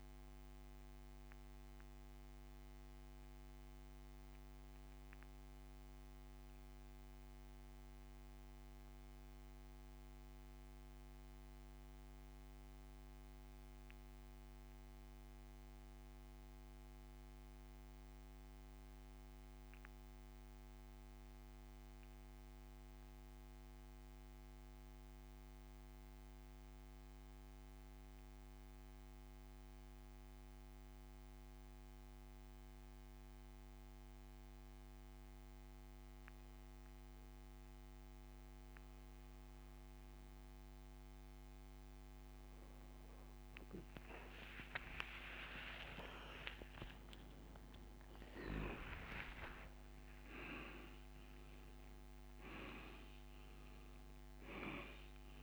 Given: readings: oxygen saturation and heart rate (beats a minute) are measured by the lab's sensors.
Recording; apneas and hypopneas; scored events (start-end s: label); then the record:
breathing in sleep by a microphone on the trachea; 1
1.00-40.50 s: mixed apnea (oxygen 98% before, 87% lowest)
13.00-33.00 s: oxygen desaturation (device-marked, oxygen 94% before, 87% lowest)
44.50-49.50 s: arousal
51.00-55.43 s: oxygen desaturation (device-marked, oxygen 98% before, 92% lowest)
From the record:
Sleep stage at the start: N2 (light sleep); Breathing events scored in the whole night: 209 in 3.9 hours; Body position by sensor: on the back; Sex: male